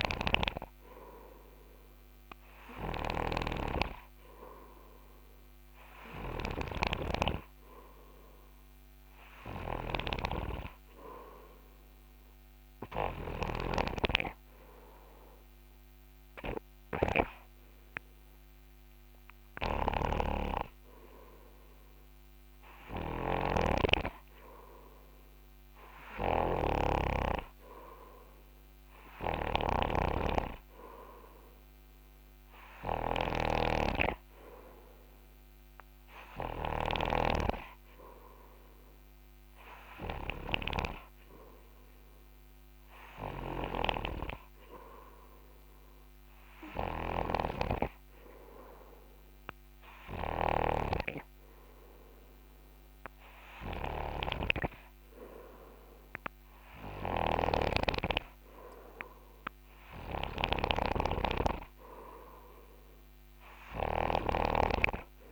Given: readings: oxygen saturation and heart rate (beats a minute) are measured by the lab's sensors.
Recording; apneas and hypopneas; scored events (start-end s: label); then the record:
breathing in sleep by a microphone on the trachea; 1
0.00-65.00 s: snoring (device-marked)
22.50-65.32 s: new sleep stage, N2 (light sleep)
45.00-58.50 s: hypopnea (oxygen 92% before, 90% lowest)
61.00-64.50 s: arousal
From the record:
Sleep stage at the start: N3 (deep sleep); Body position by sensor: on the front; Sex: male